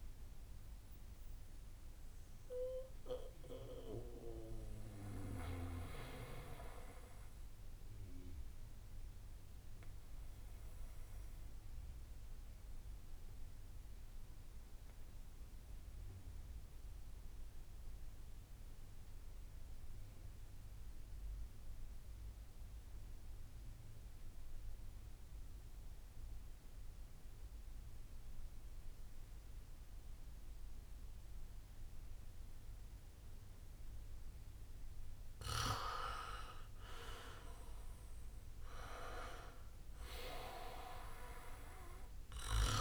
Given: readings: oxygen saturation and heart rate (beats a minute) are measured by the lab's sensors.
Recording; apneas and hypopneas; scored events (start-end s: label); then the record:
breathing in sleep by a room microphone; 1
0.00-4.00 s: drop in pulse transit time (device-marked, heart rate 60 extreme)
0.00-11.00 s: oxygen desaturation (device-marked, oxygen 85% lowest, heart rate 52 extreme)
1.00-9.00 s: bradycardia (device-marked, heart rate 69 before, 52 extreme)
9.00-35.50 s: obstructive apnea (oxygen 96% before, 90% lowest, heart rate 85 before, 55 extreme, up 22 after)
31.00-42.81 s: oxygen desaturation (device-marked, oxygen 99% before, 90% lowest, heart rate 61 before, 55 extreme)
33.50-35.50 s: long interval between heartbeats (device-marked, heart rate 61 before, 70 extreme)
37.00-39.00 s: long interval between heartbeats (device-marked, heart rate 64 before, 83 extreme)
37.00-42.00 s: arousal
From the record:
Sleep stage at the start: N2 (light sleep); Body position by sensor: on the back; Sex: male